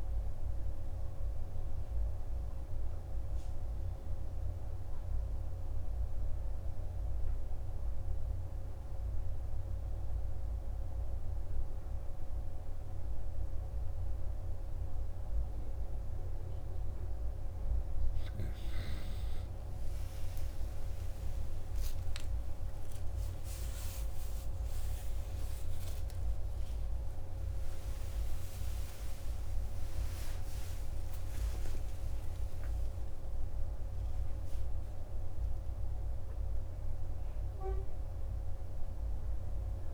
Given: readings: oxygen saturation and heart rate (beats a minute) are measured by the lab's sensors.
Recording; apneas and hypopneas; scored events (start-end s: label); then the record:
a person awake in a sleep study, hard to hear, by a room microphone; none
11.50-39.94 s: new sleep stage, awake
From the record:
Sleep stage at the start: N2 (light sleep); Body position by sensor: on the right side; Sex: male